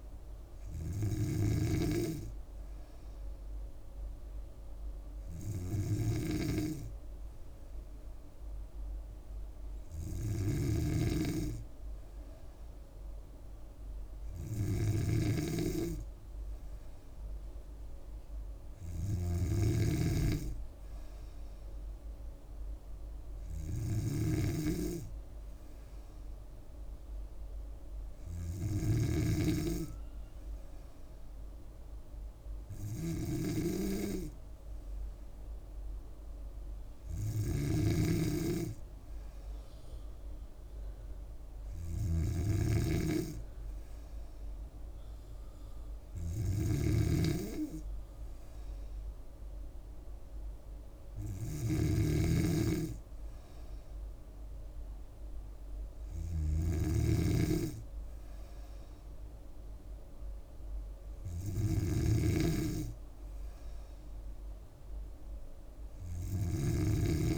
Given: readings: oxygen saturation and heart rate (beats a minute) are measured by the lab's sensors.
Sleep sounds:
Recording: breathing in sleep by a room microphone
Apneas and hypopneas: none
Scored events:
0.00-67.37 s: snoring (device-marked)
From the record:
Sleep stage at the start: N3 (deep sleep)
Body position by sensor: on the back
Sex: female

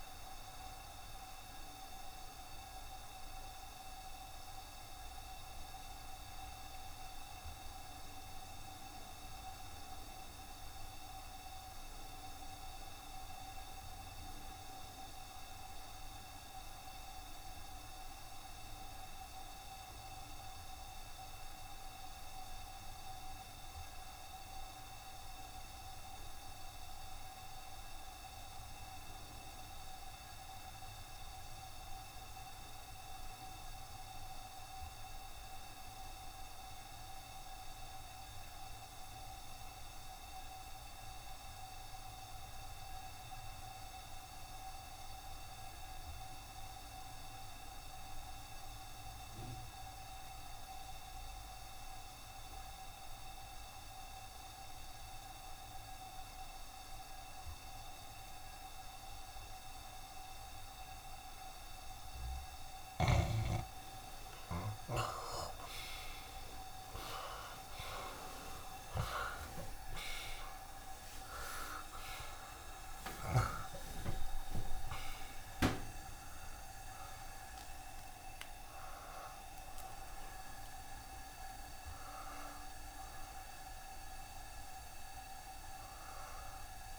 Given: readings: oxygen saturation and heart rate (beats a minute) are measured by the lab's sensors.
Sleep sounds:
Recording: breathing in sleep by a room microphone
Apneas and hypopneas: 1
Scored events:
0.00-26.00 s: oxygen desaturation (device-marked, oxygen 74% lowest, heart rate 68 extreme)
3.00-62.50 s: obstructive apnea (oxygen 84% before, 71% lowest, heart rate 73 before, 68 extreme, up 3 after)
66.00-70.50 s: arousal
71.00-73.00 s: long interval between heartbeats (device-marked, heart rate 73 before, 85 extreme)
72.00-74.00 s: tachycardia (device-marked, heart rate 71 before, 90 extreme)
74.00-76.00 s: long interval between heartbeats (device-marked, heart rate 75 before, 96 extreme)
76.00-86.99 s: new sleep stage, N1 (lightest sleep)
From the record:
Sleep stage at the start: N2 (light sleep)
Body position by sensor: on the back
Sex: male

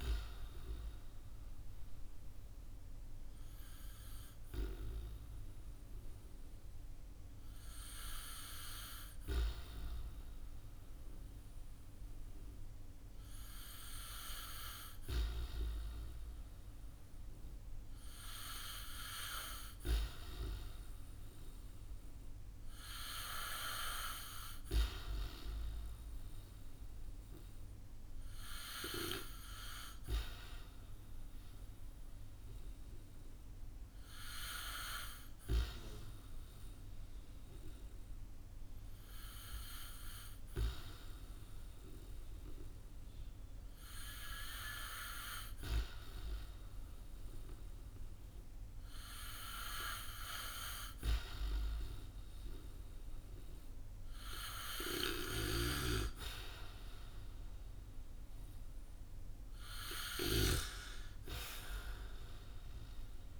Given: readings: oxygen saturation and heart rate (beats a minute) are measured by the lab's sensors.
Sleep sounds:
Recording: breathing in sleep by a room microphone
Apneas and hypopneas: 1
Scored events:
27.50-31.50 s: arousal
33.50-51.50 s: hypopnea (oxygen 96% before, 92% lowest, heart rate 59 before, 53 extreme, up 10 after)
54.00-58.50 s: arousal
From the record:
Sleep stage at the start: N2 (light sleep)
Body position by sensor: on the back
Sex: male

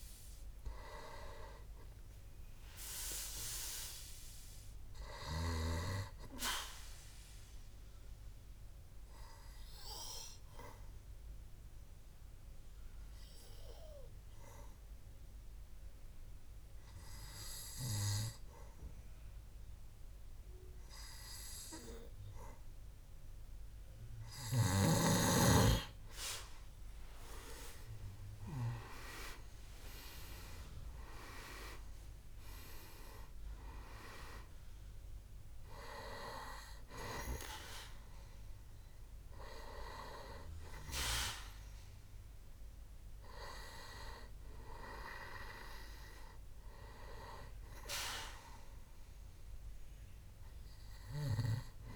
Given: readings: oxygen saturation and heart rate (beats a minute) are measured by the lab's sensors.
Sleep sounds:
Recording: breathing in sleep by a room microphone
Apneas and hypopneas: 1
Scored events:
7.00-24.50 s: obstructive apnea (oxygen 94% before, 93% lowest, heart rate 73 before, 66 extreme, up 9 after)
27.50-32.50 s: arousal
33.50-51.95 s: oxygen desaturation (device-marked, oxygen 98% before, 94% lowest, heart rate 71 before, 64 extreme)
From the record:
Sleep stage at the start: N2 (light sleep)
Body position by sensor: on the back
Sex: male

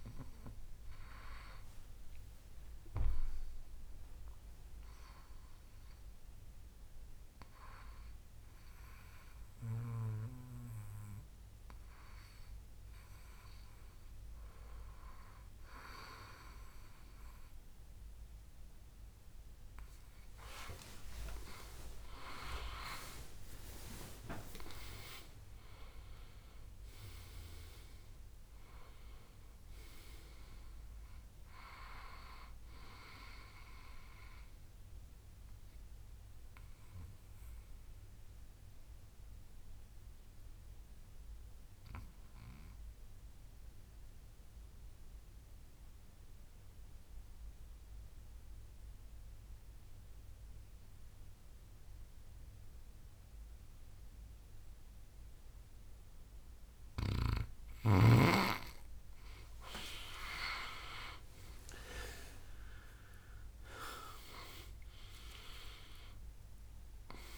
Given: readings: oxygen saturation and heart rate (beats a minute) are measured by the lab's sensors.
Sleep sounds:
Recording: breathing in sleep by a room microphone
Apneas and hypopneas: 2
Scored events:
0.00-18.00 s: oxygen desaturation (device-marked, oxygen 90% lowest, heart rate 63 extreme)
0.50-16.00 s: hypopnea (oxygen 98% before, 90% lowest, heart rate 73 before, 65 extreme, up 4 after)
21.00-25.50 s: arousal
35.00-57.50 s: obstructive apnea (oxygen 99% before, 89% lowest, heart rate 73 before, 60 extreme, up 19 after)
57.00-67.38 s: oxygen desaturation (device-marked, oxygen 98% before, 89% lowest, heart rate 62 before, 61 extreme)
From the record:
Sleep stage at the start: N2 (light sleep)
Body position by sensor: on the back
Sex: male

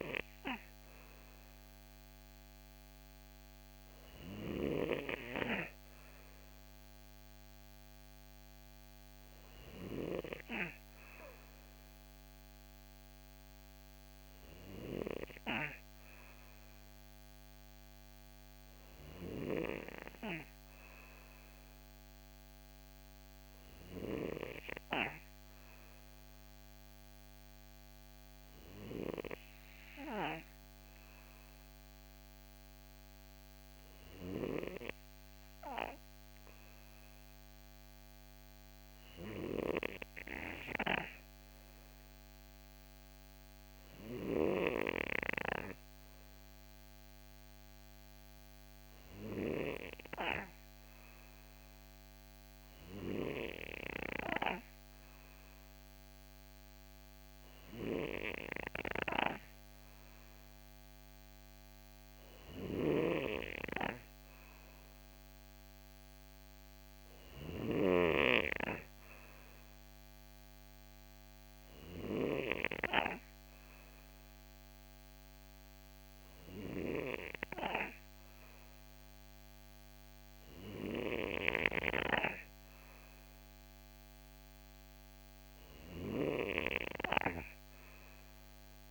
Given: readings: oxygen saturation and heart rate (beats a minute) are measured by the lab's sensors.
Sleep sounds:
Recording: breathing in sleep by a microphone on the trachea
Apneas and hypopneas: 1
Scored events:
0.00-2.00 s: oxygen desaturation (device-marked, oxygen 91% lowest, heart rate 57 extreme)
43.50-47.00 s: arousal
49.50-62.00 s: hypopnea (oxygen 95% before, 91% lowest, heart rate 62 before, 61 extreme, up 2 after)
65.00-68.50 s: arousal
From the record:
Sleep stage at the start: N2 (light sleep)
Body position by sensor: on the right side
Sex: male

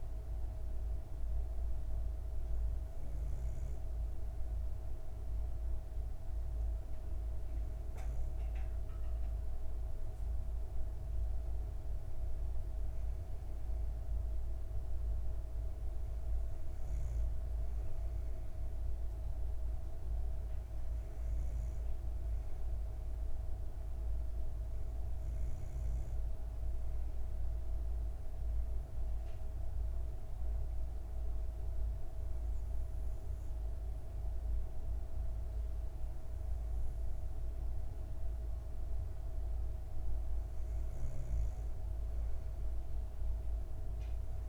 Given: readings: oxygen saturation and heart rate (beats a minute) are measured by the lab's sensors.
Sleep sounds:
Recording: breathing in sleep, hard to hear, by a room microphone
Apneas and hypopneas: 1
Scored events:
25.50-37.50 s: hypopnea (oxygen 96% before, 93% lowest, heart rate 64 before, 59 extreme, up 6 after)
43.00-44.49 s: arousal
From the record:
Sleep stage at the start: N2 (light sleep)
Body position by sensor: on the back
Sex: female

